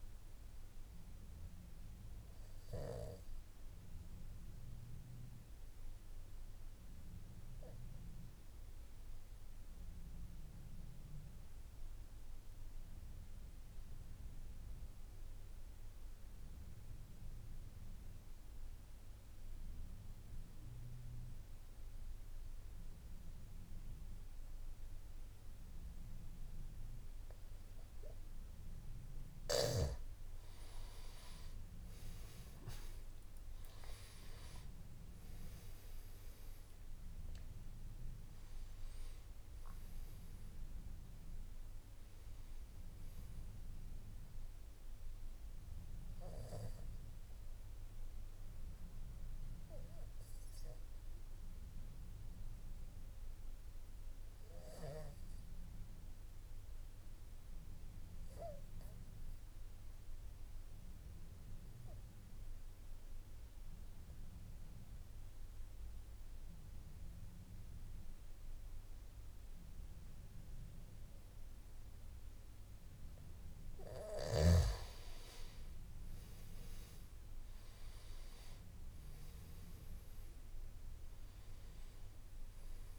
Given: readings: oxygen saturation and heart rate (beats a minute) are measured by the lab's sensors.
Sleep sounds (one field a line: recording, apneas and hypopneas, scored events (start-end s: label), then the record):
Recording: breathing in sleep by a room microphone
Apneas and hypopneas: 2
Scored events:
0.00-17.00 s: oxygen desaturation (device-marked, oxygen 88% lowest, heart rate 49 extreme)
3.50-29.50 s: obstructive apnea (oxygen 99% before, 88% lowest, heart rate 56 before, 50 extreme, up 14 after)
33.00-62.00 s: oxygen desaturation (device-marked, oxygen 98% before, 88% lowest, heart rate 54 before, 51 extreme)
48.00-72.50 s: obstructive apnea (oxygen 98% before, 88% lowest, heart rate 61 before, 50 extreme, up 11 after)
78.00-82.99 s: oxygen desaturation (device-marked, oxygen 98% before, 89% lowest, heart rate 52 before, 50 extreme)
From the record:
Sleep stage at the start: N1 (lightest sleep)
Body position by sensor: on the back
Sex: male